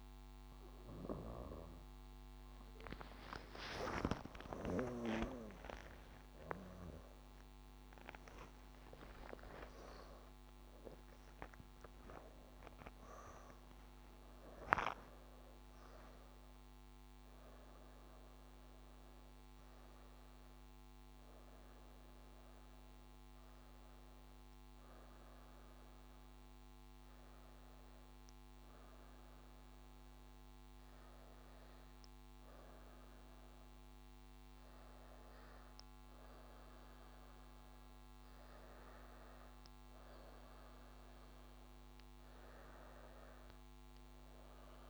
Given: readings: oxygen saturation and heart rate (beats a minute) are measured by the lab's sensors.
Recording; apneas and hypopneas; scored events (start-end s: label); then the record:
a person awake in a sleep study, by a microphone on the trachea; none
0.00-5.00 s: snoring (device-marked)
12.00-44.90 s: drop in pulse transit time (device-marked, heart rate 75 before, 77 extreme)
26.00-44.90 s: new sleep stage, N1 (lightest sleep)
From the record:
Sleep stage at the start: awake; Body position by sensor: on the back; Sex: female